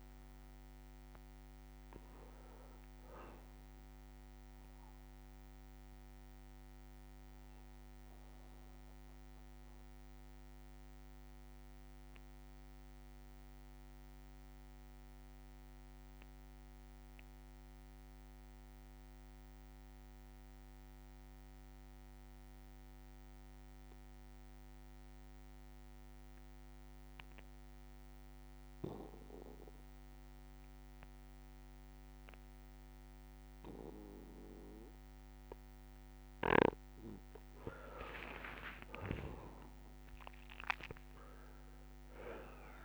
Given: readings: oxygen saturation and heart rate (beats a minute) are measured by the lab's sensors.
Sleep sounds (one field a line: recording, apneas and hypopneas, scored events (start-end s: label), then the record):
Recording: breathing in sleep by a microphone on the trachea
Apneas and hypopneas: 1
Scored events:
0.00-18.00 s: oxygen desaturation (device-marked, oxygen 94% lowest, heart rate 59 extreme)
5.00-35.00 s: obstructive apnea (oxygen 99% before, 90% lowest, heart rate 65 before, 57 extreme, up 6 after)
11.00-22.00 s: bradycardia (device-marked, heart rate 67 before, 59 extreme)
32.00-42.85 s: oxygen desaturation (device-marked, oxygen 99% before, 90% lowest, heart rate 60 before, 56 extreme)
37.00-41.00 s: arousal
From the record:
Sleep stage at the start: N2 (light sleep)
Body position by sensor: on the back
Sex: male